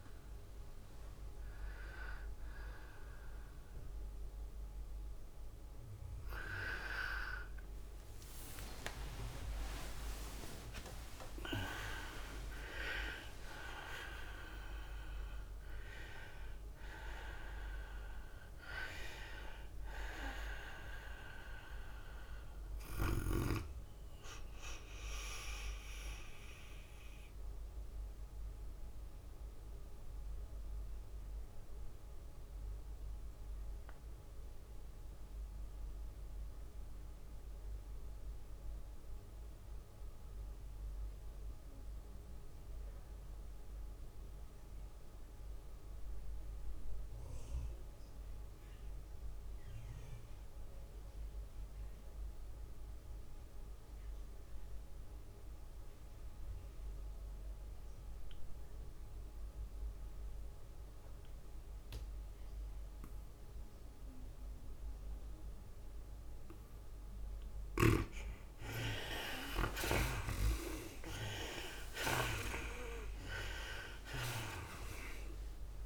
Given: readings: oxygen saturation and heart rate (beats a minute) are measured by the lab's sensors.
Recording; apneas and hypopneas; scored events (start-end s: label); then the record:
breathing in sleep by a room microphone; 1
0.00-9.00 s: drop in pulse transit time (device-marked, heart rate 114 extreme)
0.00-12.00 s: oxygen desaturation (device-marked, oxygen 63% lowest, heart rate 103 extreme)
0.00-39.00 s: tachycardia (device-marked, heart rate 143 extreme)
9.50-11.50 s: long interval between heartbeats (device-marked, heart rate 114 before, 134 extreme)
9.50-14.00 s: arousal
28.50-67.00 s: obstructive apnea (oxygen 98% before, 61% lowest, heart rate 123 before, 61 extreme, up 45 after)
41.00-75.86 s: oxygen desaturation (device-marked, oxygen 96% before, 61% lowest, heart rate 108 before, 61 extreme)
70.00-75.86 s: tachycardia (device-marked, heart rate 103 before, 116 extreme)
73.00-75.86 s: drop in pulse transit time (device-marked, heart rate 79 before, 102 extreme)
From the record:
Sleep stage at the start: N2 (light sleep); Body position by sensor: on the right side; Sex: female